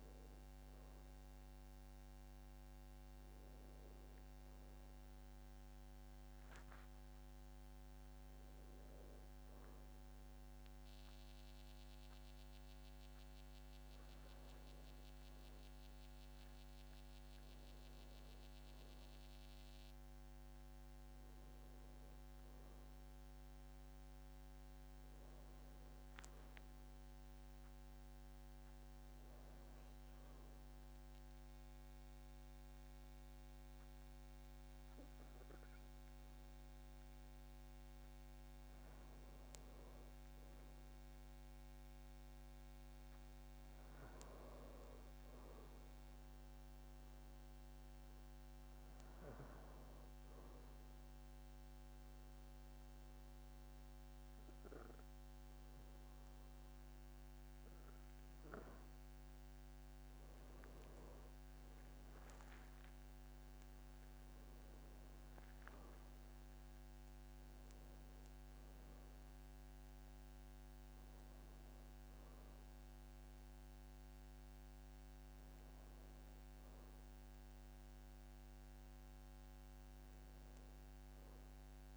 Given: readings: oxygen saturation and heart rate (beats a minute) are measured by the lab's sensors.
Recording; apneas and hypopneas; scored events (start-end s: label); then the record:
a person partly awake in a sleep study, hard to hear, by a microphone on the trachea; 1
30.00-81.97 s: new sleep stage, N2 (light sleep)
51.00-61.00 s: obstructive apnea (oxygen 95% before, 91% lowest, heart rate 59 before, 53 extreme, up 18 after)
62.50-64.50 s: long interval between heartbeats (device-marked, heart rate 60 before, 69 extreme)
62.50-68.00 s: arousal
70.00-81.97 s: oxygen desaturation (device-marked, oxygen 95% before, 92% lowest, heart rate 65 before, 53 extreme)
From the record:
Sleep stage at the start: awake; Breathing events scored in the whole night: 282 in 3.9 hours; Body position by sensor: on the back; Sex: male